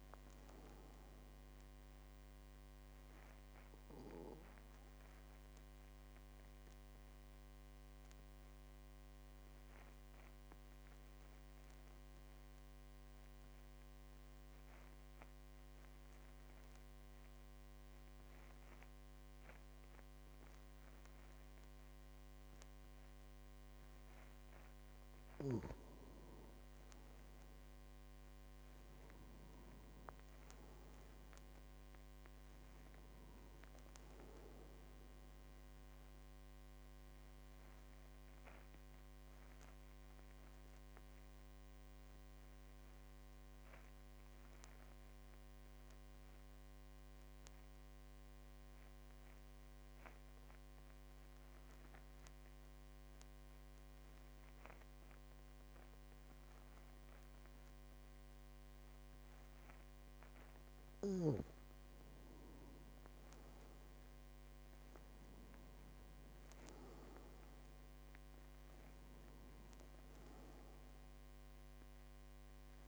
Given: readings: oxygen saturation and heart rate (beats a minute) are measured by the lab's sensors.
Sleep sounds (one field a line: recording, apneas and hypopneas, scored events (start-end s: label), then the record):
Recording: breathing in sleep, hard to hear, by a microphone on the trachea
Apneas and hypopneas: 2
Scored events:
0.00-19.00 s: oxygen desaturation (device-marked, oxygen 91% lowest, heart rate 46 extreme)
2.50-23.50 s: obstructive apnea (oxygen 99% before, 90% lowest, heart rate 52 before, 46 extreme, up 9 after)
26.00-30.00 s: arousal
30.00-50.00 s: oxygen desaturation (device-marked, oxygen 99% before, 92% lowest, heart rate 50 before, 46 extreme)
36.00-60.50 s: obstructive apnea (oxygen 99% before, 88% lowest, heart rate 53 before, 45 extreme, up 9 after)
60.00-72.88 s: oxygen desaturation (device-marked, oxygen 99% before, 90% lowest, heart rate 49 before, 45 extreme)
62.50-66.50 s: arousal
From the record:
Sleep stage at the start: N2 (light sleep)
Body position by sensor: on the back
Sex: male